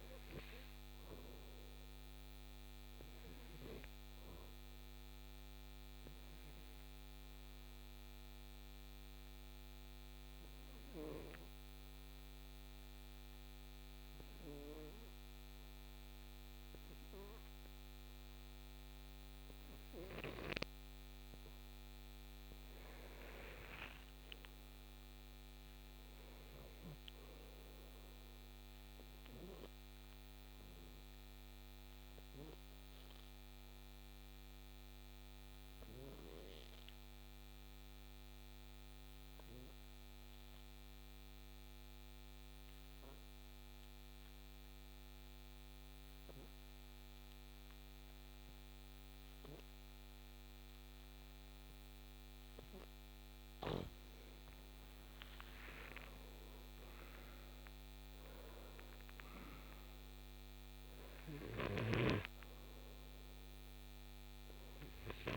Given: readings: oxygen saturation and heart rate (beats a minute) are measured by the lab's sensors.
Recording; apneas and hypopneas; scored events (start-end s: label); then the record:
breathing in sleep by a microphone on the trachea; 2
0.00-16.00 s: oxygen desaturation (device-marked, oxygen 86% lowest, heart rate 55 extreme)
6.00-21.00 s: obstructive apnea (oxygen 95% before, 86% lowest, heart rate 67 before, 56 extreme, up 8 after)
22.00-26.50 s: arousal
27.00-49.00 s: oxygen desaturation (device-marked, oxygen 98% before, 93% lowest, heart rate 62 before, 56 extreme)
32.00-52.00 s: obstructive apnea (oxygen 98% before, 87% lowest, heart rate 63 before, 57 extreme, up 10 after)
51.00-65.37 s: oxygen desaturation (device-marked, oxygen 97% before, 87% lowest, heart rate 60 before, 57 extreme)
54.00-57.50 s: arousal
From the record:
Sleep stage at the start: N2 (light sleep); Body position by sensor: on the right side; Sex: male